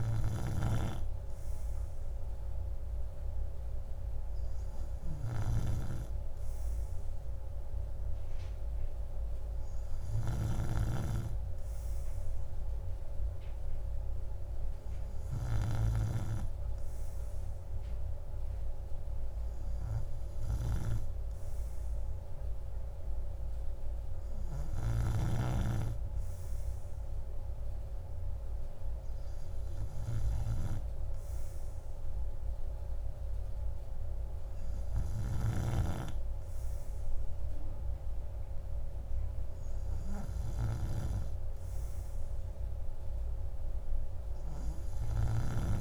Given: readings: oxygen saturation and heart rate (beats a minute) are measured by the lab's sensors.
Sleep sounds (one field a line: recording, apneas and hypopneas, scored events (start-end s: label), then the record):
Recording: breathing in sleep by a room microphone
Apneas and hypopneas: none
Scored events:
none scored
From the record:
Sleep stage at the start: N3 (deep sleep)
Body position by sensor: on the right side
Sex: male